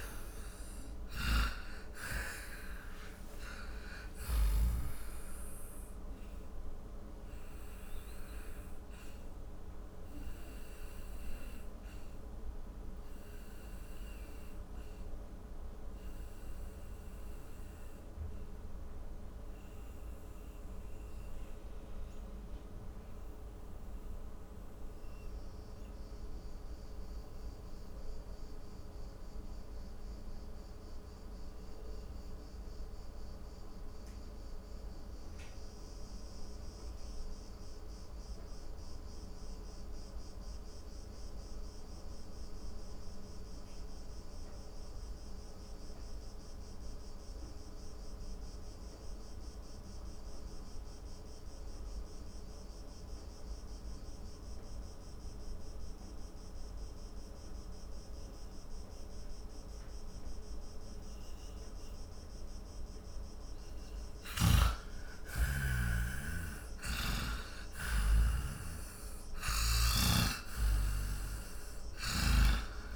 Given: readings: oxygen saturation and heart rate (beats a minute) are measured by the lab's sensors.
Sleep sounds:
breathing in sleep by a room microphone; 1
0.00-34.00 s: oxygen desaturation (device-marked, oxygen 84% lowest, heart rate 44 extreme)
9.00-63.00 s: obstructive apnea (oxygen 98% before, 84% lowest, heart rate 66 before, 44 extreme, up 17 after)
64.00-72.96 s: snoring (device-marked)
64.50-68.00 s: arousal
65.00-72.96 s: oxygen desaturation (device-marked, oxygen 98% before, 93% lowest, heart rate 53 before, 46 extreme)
From the record:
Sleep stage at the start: N2 (light sleep); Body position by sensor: on the back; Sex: male

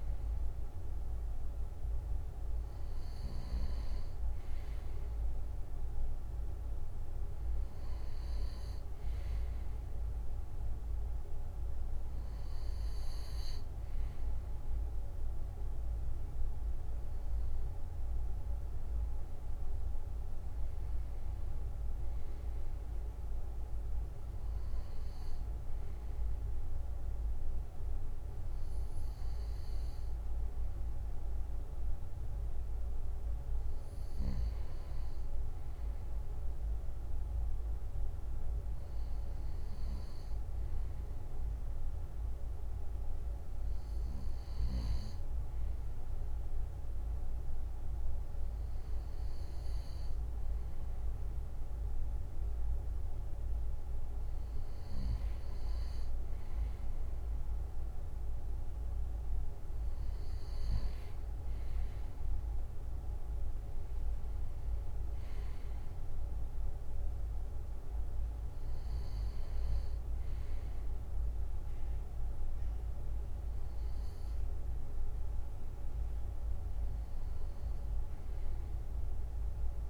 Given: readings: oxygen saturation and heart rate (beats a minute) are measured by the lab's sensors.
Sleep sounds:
breathing in sleep, hard to hear, by a room microphone; none
none scored
From the record:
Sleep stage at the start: N2 (light sleep); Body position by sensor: on the back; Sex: male

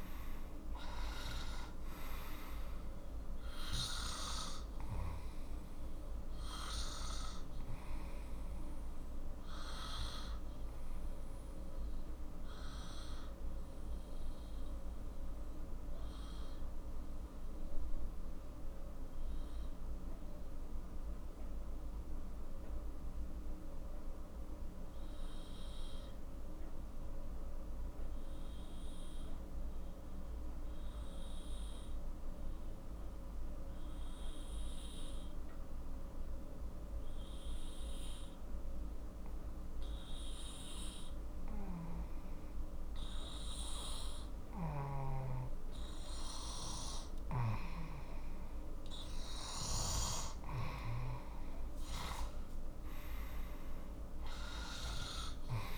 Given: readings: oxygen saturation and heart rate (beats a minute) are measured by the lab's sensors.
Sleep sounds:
breathing in sleep by a room microphone; 1
3.50-23.50 s: oxygen desaturation (device-marked, oxygen 96% before, 91% lowest, heart rate 52 before, 37 extreme)
5.50-49.50 s: obstructive apnea (oxygen 97% before, 91% lowest, heart rate 53 before, 37 extreme, up 6 after)
37.50-55.50 s: oxygen desaturation (device-marked, oxygen 98% before, 92% lowest, heart rate 44 before, 39 extreme)
50.00-54.50 s: arousal
From the record:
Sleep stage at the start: N2 (light sleep); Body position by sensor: on the left side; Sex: male

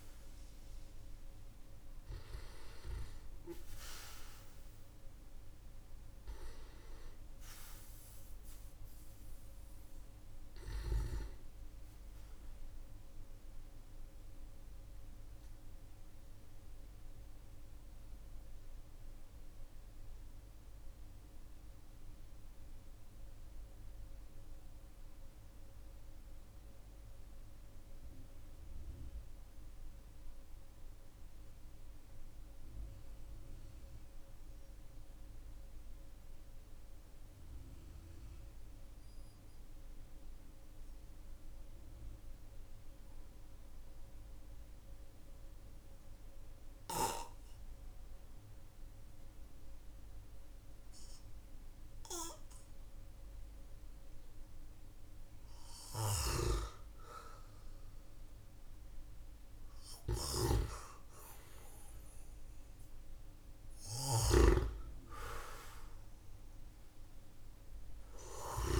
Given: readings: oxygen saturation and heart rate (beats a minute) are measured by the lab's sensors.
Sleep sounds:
breathing in sleep by a room microphone; 1
3.00-29.00 s: oxygen desaturation (device-marked, oxygen 95% before, 90% lowest, heart rate 54 before, 45 extreme)
13.00-53.50 s: obstructive apnea (oxygen 95% before, 90% lowest, heart rate 50 before, 43 extreme, up 9 after)
56.50-60.50 s: arousal
59.50-63.50 s: snoring (device-marked)
From the record:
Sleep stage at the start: N2 (light sleep); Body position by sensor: on the back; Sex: male

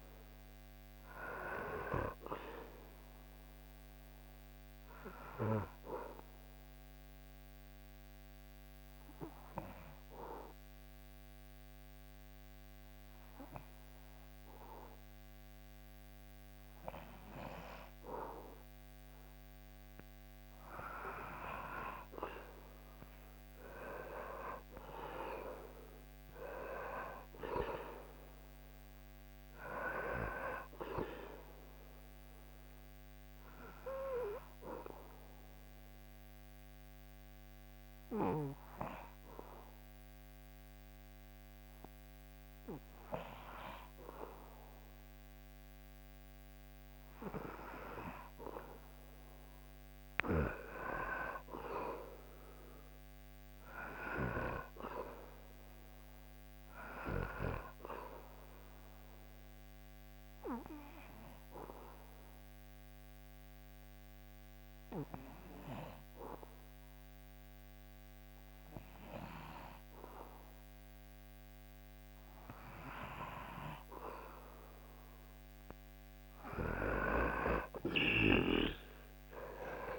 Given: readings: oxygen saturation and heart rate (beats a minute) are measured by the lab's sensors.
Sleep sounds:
breathing in sleep by a microphone on the trachea; 3
2.50-21.00 s: obstructive apnea (oxygen 98% before, 95% lowest, heart rate 66 before, 61 extreme, up 10 after)
23.00-28.00 s: arousal
32.00-47.50 s: obstructive apnea (oxygen 98% before, 95% lowest, heart rate 69 before, 61 extreme, up 12 after)
49.50-54.50 s: arousal
58.50-74.50 s: obstructive apnea (oxygen 98% before, 95% lowest, heart rate 67 before, 59 extreme, up 12 after)
75.50-79.99 s: arousal
From the record:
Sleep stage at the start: N2 (light sleep); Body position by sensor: on the back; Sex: male

